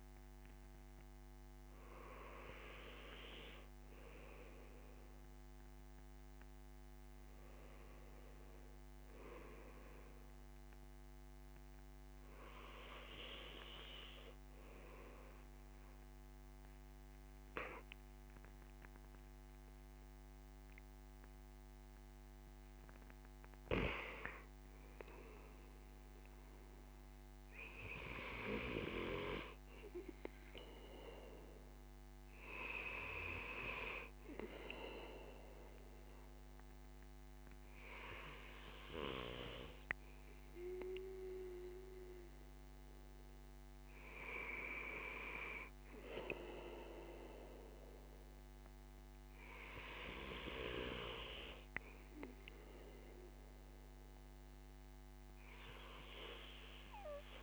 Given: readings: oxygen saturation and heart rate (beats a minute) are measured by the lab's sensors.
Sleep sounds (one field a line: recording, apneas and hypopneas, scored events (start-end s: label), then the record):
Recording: breathing in sleep by a microphone on the trachea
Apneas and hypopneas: none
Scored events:
none scored
From the record:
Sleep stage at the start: N2 (light sleep)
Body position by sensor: on the right side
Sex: male